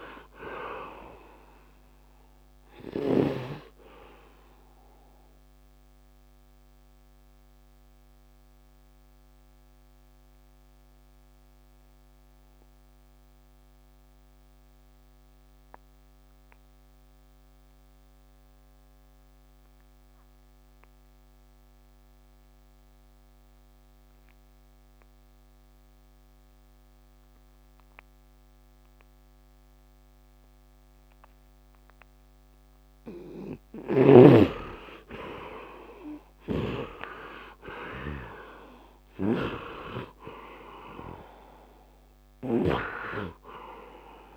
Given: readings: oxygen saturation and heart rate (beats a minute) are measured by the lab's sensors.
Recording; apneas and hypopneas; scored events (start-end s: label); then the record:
breathing in sleep by a microphone on the trachea; 1
0.00-3.00 s: snoring (device-marked)
0.00-24.50 s: oxygen desaturation (device-marked, oxygen 45% lowest, heart rate 68 extreme)
5.00-32.00 s: mixed apnea (oxygen 63% before, 45% lowest, heart rate 79 before, 73 extreme, up 9 after)
26.50-44.37 s: oxygen desaturation (device-marked, oxygen 100% before, 54% lowest, heart rate 79 before, 72 extreme)
34.00-39.00 s: arousal
38.50-42.50 s: snoring (device-marked)
From the record:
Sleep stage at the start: REM sleep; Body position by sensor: on the right side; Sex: male